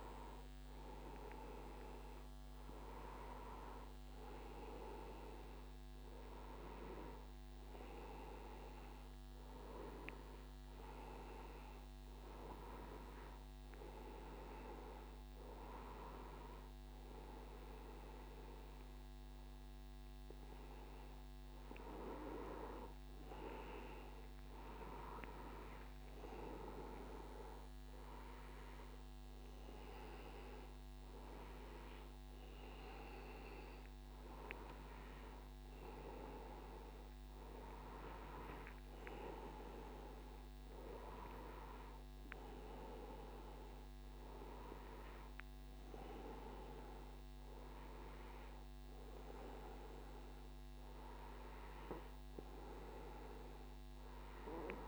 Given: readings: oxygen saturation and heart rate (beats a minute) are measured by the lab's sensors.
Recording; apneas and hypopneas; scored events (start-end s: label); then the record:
breathing in sleep by a microphone on the trachea; none
none scored
From the record:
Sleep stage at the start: N1 (lightest sleep); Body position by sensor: on the back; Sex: male